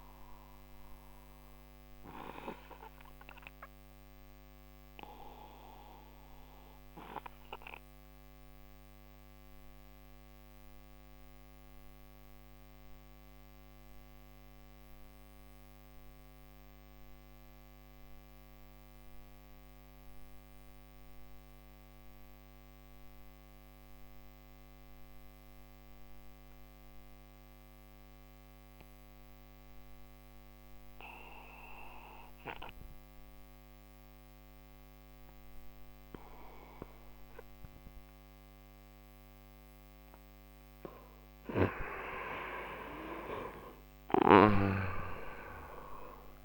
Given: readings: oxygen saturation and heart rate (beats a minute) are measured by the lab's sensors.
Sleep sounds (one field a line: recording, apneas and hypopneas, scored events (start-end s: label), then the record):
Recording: breathing in sleep by a microphone on the trachea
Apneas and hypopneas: 1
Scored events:
0.00-15.00 s: oxygen desaturation (device-marked, oxygen 88% lowest)
0.50-40.00 s: obstructive apnea (oxygen 97% before, 87% lowest)
30.00-46.45 s: oxygen desaturation (device-marked, oxygen 98% before, 87% lowest)
43.00-46.00 s: arousal
From the record:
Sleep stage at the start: N2 (light sleep)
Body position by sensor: on the right side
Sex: male